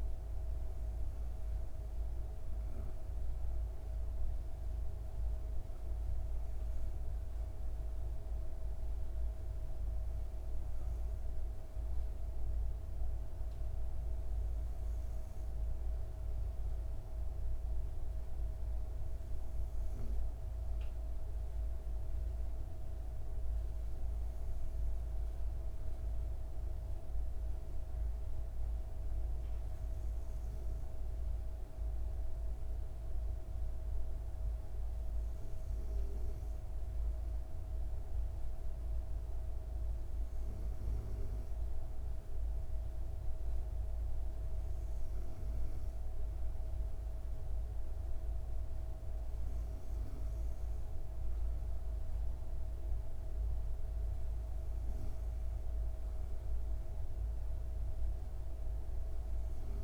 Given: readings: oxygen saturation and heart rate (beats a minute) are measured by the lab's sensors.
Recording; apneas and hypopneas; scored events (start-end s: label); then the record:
breathing in sleep, hard to hear, by a room microphone; none
none scored
From the record:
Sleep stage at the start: N2 (light sleep); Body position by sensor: on the back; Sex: female